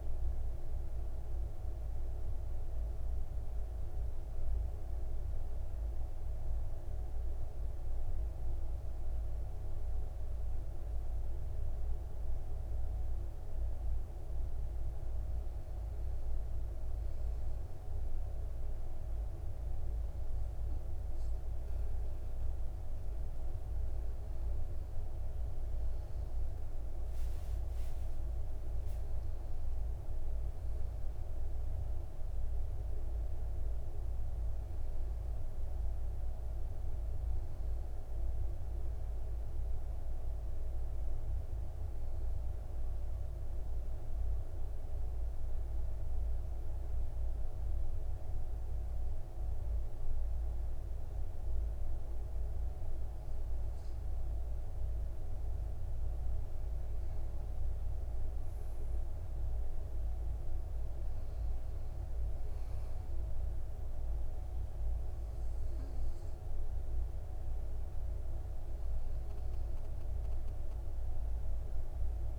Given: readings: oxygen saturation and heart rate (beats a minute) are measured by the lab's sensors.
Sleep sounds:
breathing in sleep, hard to hear, by a room microphone; 2
5.00-15.00 s: central apnea (oxygen 100% before, 92% lowest, heart rate 70 before, 56 extreme, up 5 after)
24.50-32.50 s: oxygen desaturation (device-marked, oxygen 99% before, 95% lowest, heart rate 59 before, 57 extreme)
44.00-56.50 s: mixed apnea (oxygen 99% before, 91% lowest, heart rate 63 before, 54 extreme, up 9 after)
58.50-62.00 s: arousal
60.50-72.39 s: oxygen desaturation (device-marked, oxygen 98% before, 92% lowest, heart rate 61 before, 54 extreme)
From the record:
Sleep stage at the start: N2 (light sleep); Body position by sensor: on the back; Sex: male

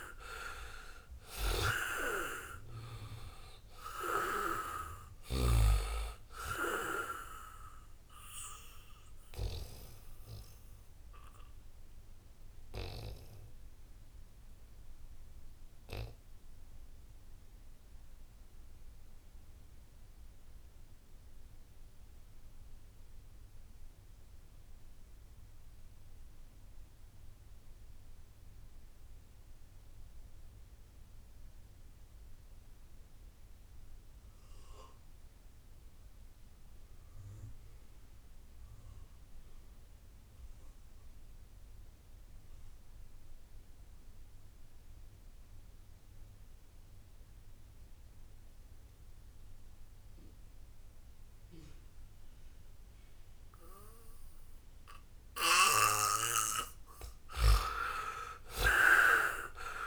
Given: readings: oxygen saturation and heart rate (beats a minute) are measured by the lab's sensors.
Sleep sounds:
breathing in sleep by a room microphone; 1
0.00-23.00 s: oxygen desaturation (device-marked, oxygen 66% lowest, heart rate 60 extreme)
8.00-55.00 s: mixed apnea (oxygen 85% before, 64% lowest, heart rate 71 before, 60 extreme, up 18 after)
29.00-59.87 s: oxygen desaturation (device-marked, oxygen 98% before, 64% lowest, heart rate 82 before, 60 extreme)
55.00-59.87 s: snoring (device-marked)
57.00-59.87 s: arousal
From the record:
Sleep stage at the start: N2 (light sleep); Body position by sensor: on the back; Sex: male

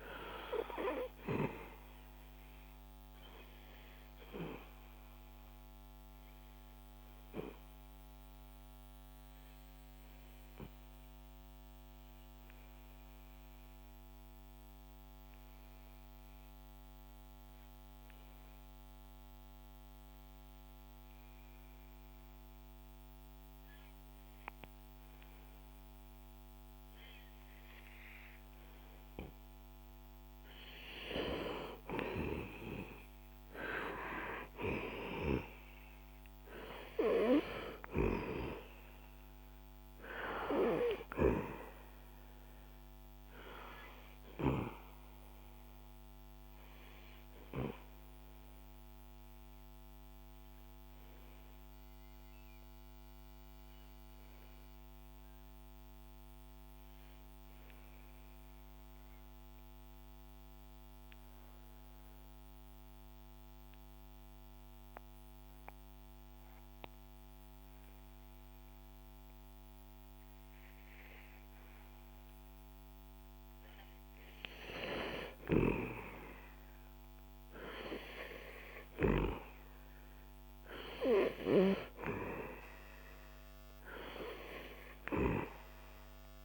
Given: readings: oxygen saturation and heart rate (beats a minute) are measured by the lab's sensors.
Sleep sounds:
breathing in sleep by a microphone on the trachea; 2
2.50-30.50 s: obstructive apnea (oxygen 98% before, 91% lowest, heart rate 64 before, 60 extreme, up 7 after)
10.50-21.50 s: oxygen desaturation (device-marked, oxygen 95% before, 92% lowest, heart rate 64 before, 61 extreme)
33.50-38.00 s: arousal
46.00-74.00 s: obstructive apnea (oxygen 98% before, 91% lowest, heart rate 65 before, 57 extreme, up 4 after)
49.50-60.50 s: oxygen desaturation (device-marked, oxygen 94% before, 91% lowest, heart rate 65 before, 57 extreme)
76.00-80.50 s: arousal
From the record:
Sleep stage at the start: N2 (light sleep); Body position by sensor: on the back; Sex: male

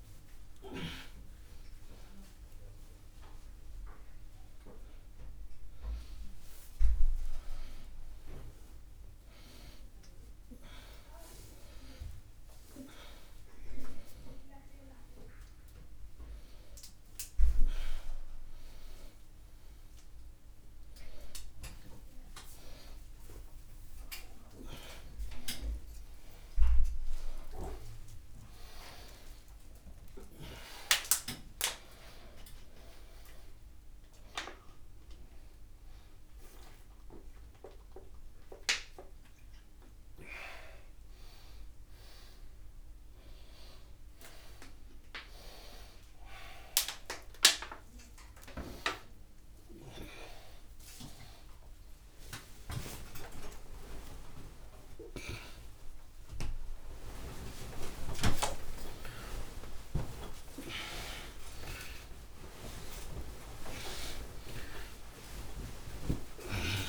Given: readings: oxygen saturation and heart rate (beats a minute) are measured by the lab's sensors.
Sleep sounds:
a person awake in a sleep study, by a room microphone; none
2.00-4.00 s: long interval between heartbeats (device-marked, heart rate 130 before, 145 extreme)
7.00-9.00 s: long interval between heartbeats (device-marked, heart rate 131 before, 108 extreme)
10.50-12.50 s: long interval between heartbeats (device-marked, heart rate 124 before, 111 extreme)
13.00-15.00 s: long interval between heartbeats (device-marked, heart rate 122 before, 113 extreme)
22.50-24.50 s: long interval between heartbeats (device-marked, heart rate 112 before, 95 extreme)
25.50-27.50 s: long interval between heartbeats (device-marked, heart rate 107 before, 131 extreme)
27.00-46.00 s: oxygen desaturation (device-marked, oxygen 99% before, 94% lowest, heart rate 109 before, 83 extreme)
28.50-30.50 s: long interval between heartbeats (device-marked, heart rate 110 before, 139 extreme)
30.50-32.50 s: long interval between heartbeats (device-marked, heart rate 113 before, 123 extreme)
41.50-43.50 s: long interval between heartbeats (device-marked, heart rate 113 before, 129 extreme)
51.50-53.50 s: long interval between heartbeats (device-marked, heart rate 113 before, 148 extreme)
57.00-59.00 s: long interval between heartbeats (device-marked, heart rate 123 before, 91 extreme)
59.00-61.00 s: long interval between heartbeats (device-marked, heart rate 124 before, 94 extreme)
61.00-63.00 s: long interval between heartbeats (device-marked, heart rate 123 before, 109 extreme)
61.00-66.89 s: new sleep stage, N1 (lightest sleep)
64.50-66.50 s: long interval between heartbeats (device-marked, heart rate 119 before, 106 extreme)
From the record:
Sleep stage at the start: awake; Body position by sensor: upright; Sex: male

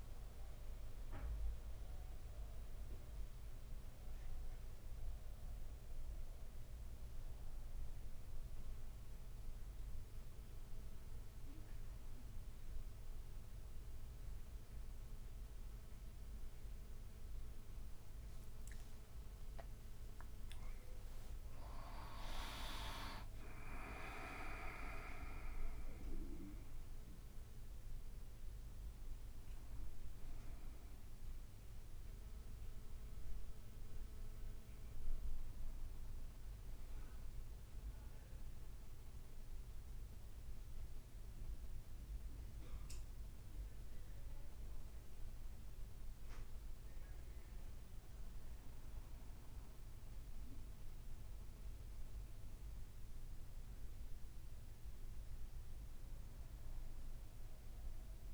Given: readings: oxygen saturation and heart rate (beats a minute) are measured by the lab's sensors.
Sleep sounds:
breathing in sleep by a room microphone; none
20.50-25.00 s: arousal
20.50-26.50 s: leg movement (device-marked)
From the record:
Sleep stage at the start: N1 (lightest sleep); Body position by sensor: on the back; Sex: male

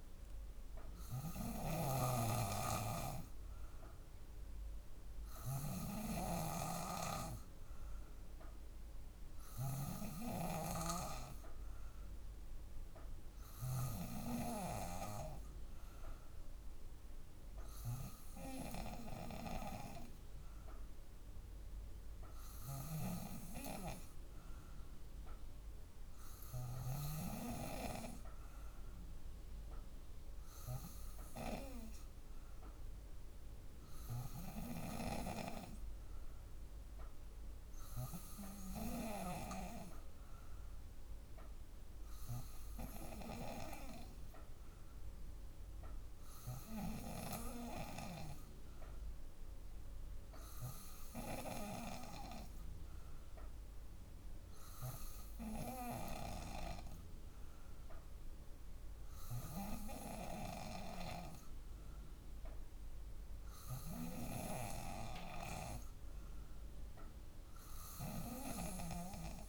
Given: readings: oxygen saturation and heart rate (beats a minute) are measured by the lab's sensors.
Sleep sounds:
breathing in sleep by a room microphone; none
0.00-3.50 s: drop in pulse transit time (device-marked, heart rate 58 extreme)
0.00-9.50 s: snoring (device-marked)
18.50-30.50 s: drop in pulse transit time (device-marked, heart rate 60 before, 58 extreme)
41.50-54.50 s: drop in pulse transit time (device-marked, heart rate 59 before, 58 extreme)
66.50-69.49 s: drop in pulse transit time (device-marked, heart rate 59 before, 59 extreme)
From the record:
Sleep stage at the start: N2 (light sleep); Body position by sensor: on the back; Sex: female

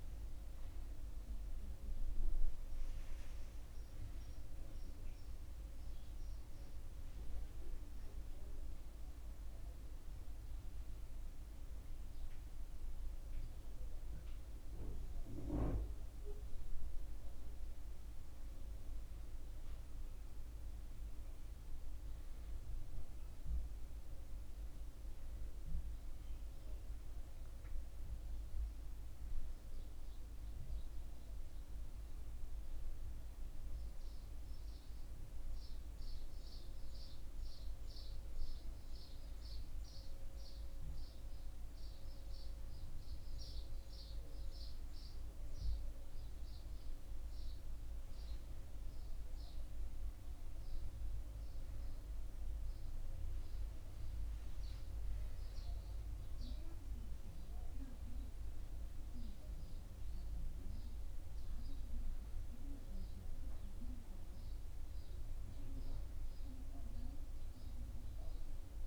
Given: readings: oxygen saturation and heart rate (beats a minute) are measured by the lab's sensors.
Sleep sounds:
breathing in sleep, hard to hear, by a room microphone; none
none scored
From the record:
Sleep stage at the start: N1 (lightest sleep); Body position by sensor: on the back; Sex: male

